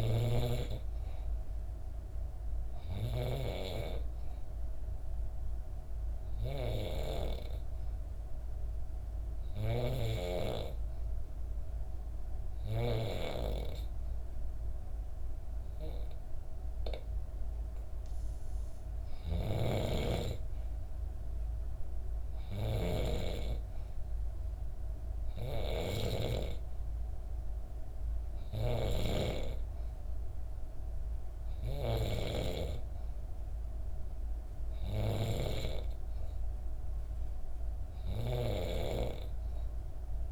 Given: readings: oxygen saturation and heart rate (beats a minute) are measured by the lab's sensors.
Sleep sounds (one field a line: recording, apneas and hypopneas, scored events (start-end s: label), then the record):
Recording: breathing in sleep by a room microphone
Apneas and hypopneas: 1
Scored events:
5.50-18.00 s: hypopnea (oxygen 94% before, 92% lowest, heart rate 67 before, 65 extreme, up 1 after)
19.00-28.50 s: snoring (device-marked)
20.50-24.00 s: arousal
From the record:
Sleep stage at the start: N3 (deep sleep)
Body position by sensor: on the back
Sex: female